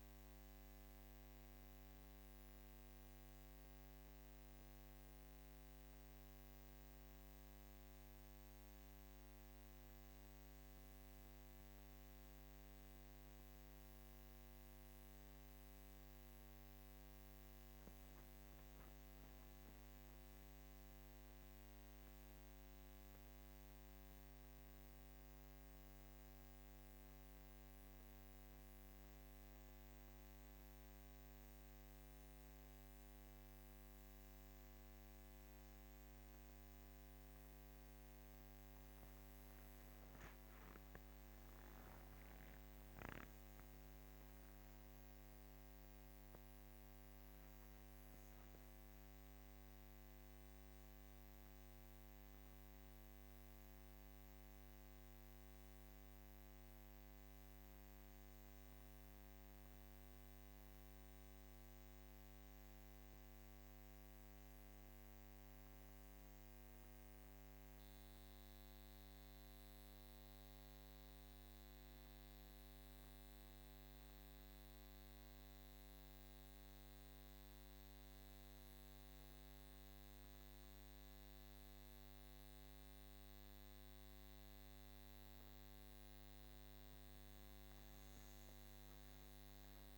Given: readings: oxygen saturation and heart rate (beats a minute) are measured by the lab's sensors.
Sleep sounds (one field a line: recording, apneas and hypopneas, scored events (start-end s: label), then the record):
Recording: breathing in sleep, hard to hear, by a microphone on the trachea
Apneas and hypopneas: none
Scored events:
44.50-47.00 s: arousal
From the record:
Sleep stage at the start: N2 (light sleep)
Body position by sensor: on the back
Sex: female